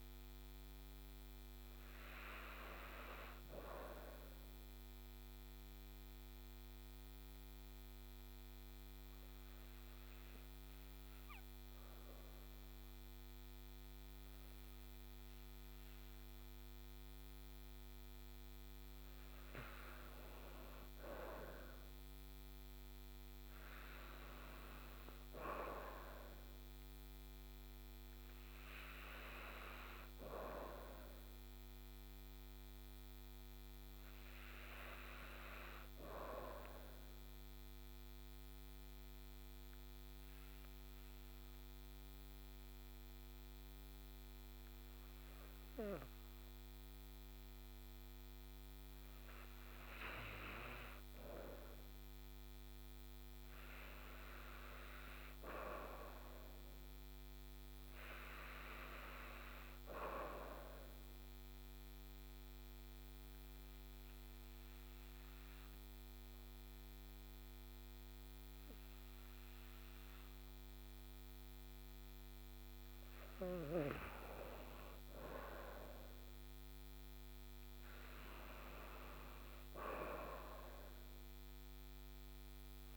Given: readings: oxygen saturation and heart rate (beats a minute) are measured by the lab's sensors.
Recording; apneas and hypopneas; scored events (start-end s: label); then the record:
breathing in sleep by a microphone on the trachea; 3
5.50-18.00 s: obstructive apnea (oxygen 98% before, 93% lowest, heart rate 176 before, 117 extreme, up 7 after)
22.50-26.00 s: arousal
37.50-45.50 s: oxygen desaturation (device-marked, oxygen 98% before, 95% lowest)
37.50-49.00 s: obstructive apnea (oxygen 98% before, 93% lowest)
52.50-56.50 s: arousal
61.50-73.00 s: obstructive apnea (oxygen 98% before, 93% lowest)
64.50-81.50 s: oxygen desaturation (device-marked, oxygen 98% before, 93% lowest, heart rate 167 before, 32 extreme)
76.00-80.00 s: arousal
From the record:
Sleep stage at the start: N2 (light sleep); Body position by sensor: on the back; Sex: female